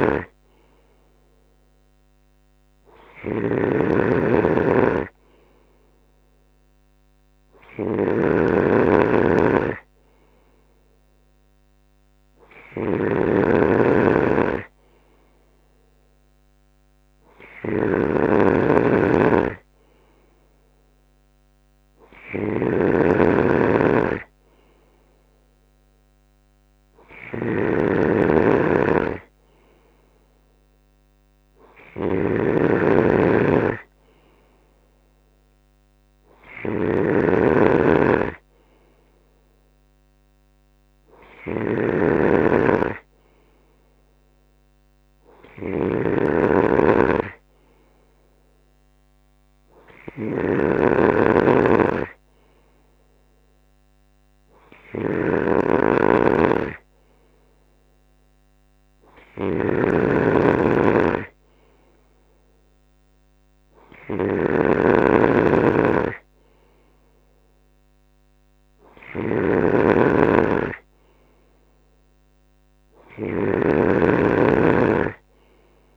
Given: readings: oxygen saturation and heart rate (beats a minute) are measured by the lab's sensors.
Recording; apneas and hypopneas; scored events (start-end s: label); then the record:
breathing in sleep by a microphone on the trachea; none
0.00-75.97 s: snoring (device-marked)
From the record:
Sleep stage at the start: N3 (deep sleep); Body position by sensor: on the right side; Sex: male